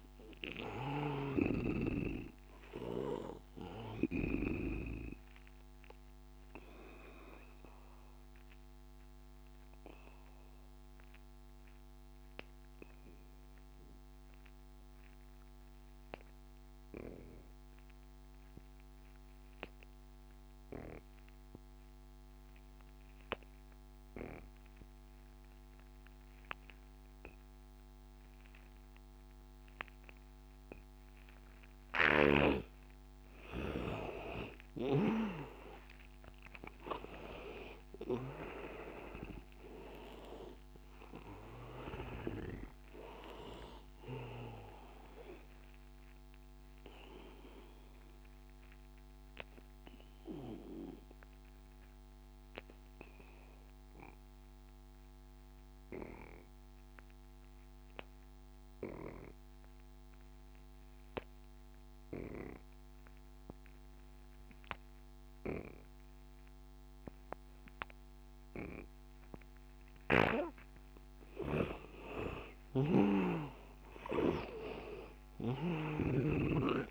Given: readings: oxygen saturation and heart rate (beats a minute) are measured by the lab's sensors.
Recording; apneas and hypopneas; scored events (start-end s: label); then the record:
breathing in sleep by a microphone on the trachea; 2
0.00-4.50 s: snoring (device-marked)
0.00-14.50 s: oxygen desaturation (device-marked, oxygen 82% lowest, heart rate 88 extreme)
5.00-32.50 s: obstructive apnea (oxygen 99% before, 81% lowest, heart rate 92 before, 88 extreme, up 6 after)
27.50-57.50 s: oxygen desaturation (device-marked, oxygen 99% before, 81% lowest, heart rate 90 before, 85 extreme)
34.50-39.00 s: arousal
46.50-71.00 s: obstructive apnea (oxygen 99% before, 81% lowest, heart rate 91 before, 81 extreme, up 11 after)
72.50-76.00 s: snoring (device-marked)
73.50-76.91 s: arousal
74.50-76.91 s: oxygen desaturation (device-marked, oxygen 98% before, 83% lowest, heart rate 89 before, 81 extreme)
From the record:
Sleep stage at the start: N2 (light sleep); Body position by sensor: on the back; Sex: male